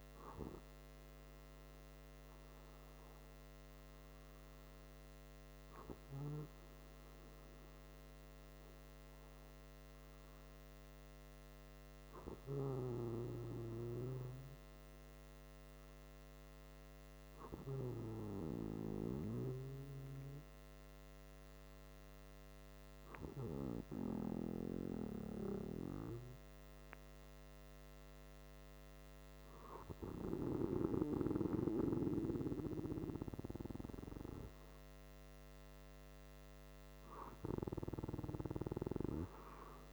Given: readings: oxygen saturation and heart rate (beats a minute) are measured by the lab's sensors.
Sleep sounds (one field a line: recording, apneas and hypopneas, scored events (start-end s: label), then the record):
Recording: breathing in sleep by a microphone on the trachea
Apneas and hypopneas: none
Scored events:
none scored
From the record:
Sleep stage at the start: N2 (light sleep)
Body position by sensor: on the back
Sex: male